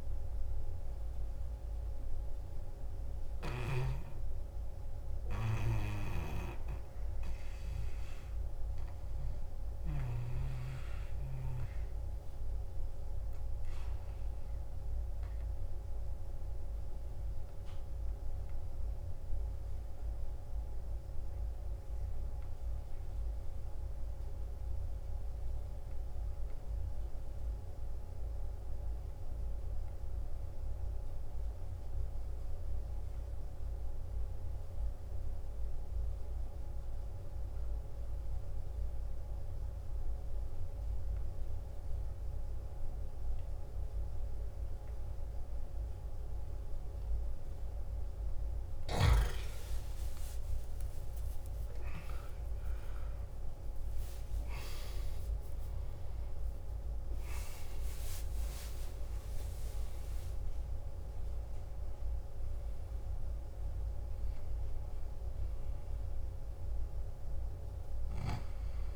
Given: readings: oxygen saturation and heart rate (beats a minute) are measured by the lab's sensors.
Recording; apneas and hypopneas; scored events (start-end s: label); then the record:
breathing in sleep by a room microphone; 1
0.00-20.50 s: oxygen desaturation (device-marked, oxygen 88% lowest, heart rate 52 extreme)
15.50-47.50 s: obstructive apnea (oxygen 95% before, 89% lowest, heart rate 62 before, 52 extreme, up 16 after)
39.50-66.50 s: oxygen desaturation (device-marked, oxygen 97% before, 91% lowest, heart rate 53 before, 52 extreme)
50.50-56.50 s: arousal
From the record:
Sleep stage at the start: N2 (light sleep); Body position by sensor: on the back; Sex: male